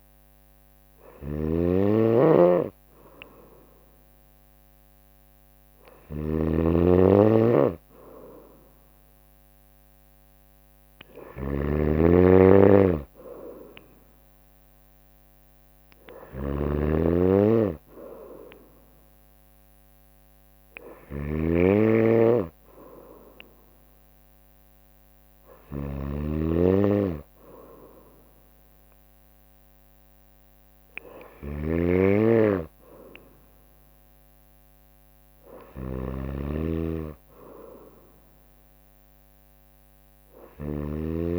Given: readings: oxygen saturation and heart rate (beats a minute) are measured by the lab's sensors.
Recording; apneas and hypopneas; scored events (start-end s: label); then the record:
breathing in sleep by a microphone on the trachea; none
0.00-41.39 s: snoring (device-marked)
From the record:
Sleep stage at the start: N2 (light sleep); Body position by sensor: on the right side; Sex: female